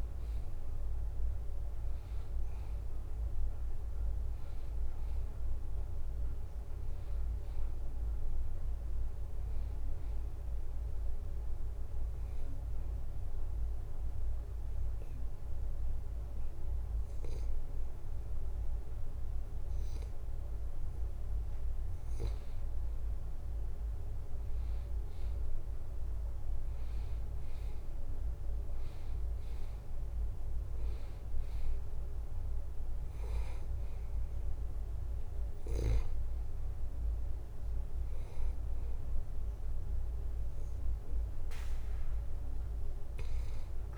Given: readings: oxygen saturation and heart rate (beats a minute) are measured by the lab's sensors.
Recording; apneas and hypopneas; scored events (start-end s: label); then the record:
breathing in sleep, hard to hear, by a room microphone; 1
0.00-1.50 s: oxygen desaturation (device-marked, oxygen 89% lowest, heart rate 78 extreme)
12.50-23.50 s: hypopnea (oxygen 94% before, 90% lowest, heart rate 83 before, 77 extreme)
26.00-30.00 s: arousal
31.50-43.98 s: oxygen desaturation (device-marked, oxygen 94% before, 90% lowest, heart rate 79 before, 78 extreme)
From the record:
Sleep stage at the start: N2 (light sleep); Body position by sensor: on the back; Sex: male